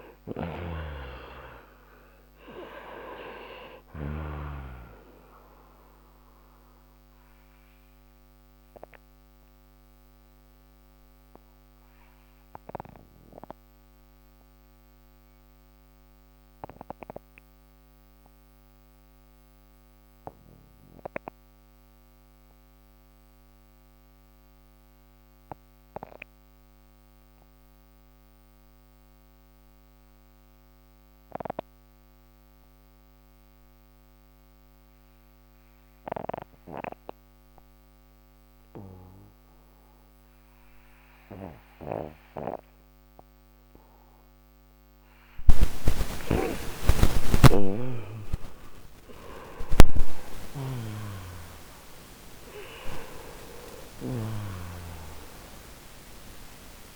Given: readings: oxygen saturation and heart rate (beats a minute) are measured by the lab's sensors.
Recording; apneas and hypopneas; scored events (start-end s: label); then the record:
breathing in sleep by a microphone on the trachea; 1
0.00-1.00 s: arousal
0.00-4.00 s: snoring (device-marked)
6.50-27.50 s: oxygen desaturation (device-marked, oxygen 95% before, 89% lowest, heart rate 89 before, 57 extreme)
8.50-44.50 s: mixed apnea (oxygen 98% before, 89% lowest, heart rate 91 before, 57 extreme, up 46 after)
45.50-50.50 s: snoring (device-marked)
45.50-56.96 s: oxygen desaturation (device-marked, oxygen 97% before, 89% lowest, heart rate 61 before, 57 extreme)
46.00-50.50 s: arousal
From the record:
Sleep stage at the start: N2 (light sleep); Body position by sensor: on the right side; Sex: male